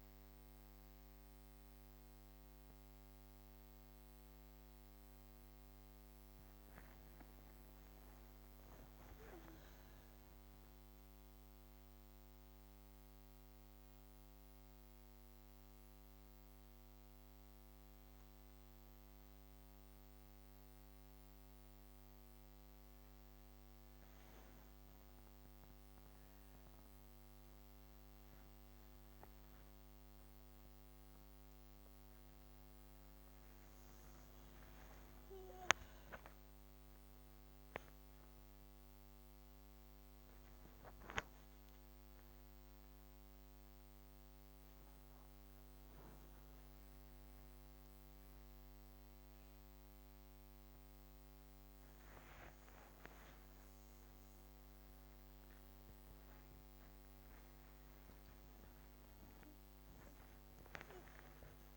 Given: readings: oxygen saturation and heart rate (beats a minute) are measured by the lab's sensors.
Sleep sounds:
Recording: a person awake in a sleep study, hard to hear, by a microphone on the trachea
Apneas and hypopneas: none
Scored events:
none scored
From the record:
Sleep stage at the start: awake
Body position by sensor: on the back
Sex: female

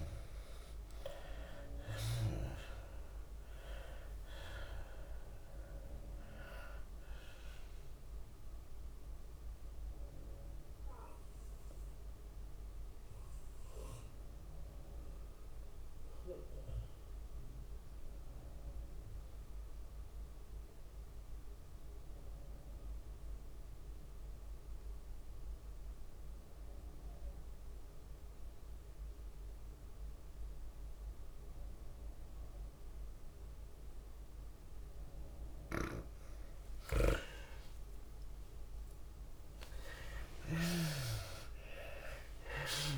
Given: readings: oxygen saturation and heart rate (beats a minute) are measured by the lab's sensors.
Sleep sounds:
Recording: breathing in sleep by a room microphone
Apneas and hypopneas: 1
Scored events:
0.00-13.00 s: tachycardia (device-marked, heart rate 107 extreme)
0.00-16.00 s: oxygen desaturation (device-marked, oxygen 86% lowest, heart rate 95 extreme)
0.00-20.00 s: drop in pulse transit time (device-marked, heart rate 97 extreme)
10.00-35.50 s: mixed apnea (oxygen 99% before, 84% lowest, heart rate 103 before, 95 extreme, up 23 after)
31.00-42.98 s: oxygen desaturation (device-marked, oxygen 98% before, 84% lowest, heart rate 98 before, 98 extreme)
36.00-41.50 s: snoring (device-marked)
37.00-42.98 s: tachycardia (device-marked, heart rate 104 before, 133 extreme)
39.00-42.98 s: arousal
41.00-42.98 s: drop in pulse transit time (device-marked, heart rate 96 before, 105 extreme)
41.50-42.98 s: long interval between heartbeats (device-marked, heart rate 96 before, 111 extreme)
From the record:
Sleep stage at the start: N2 (light sleep)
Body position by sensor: on the left side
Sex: female

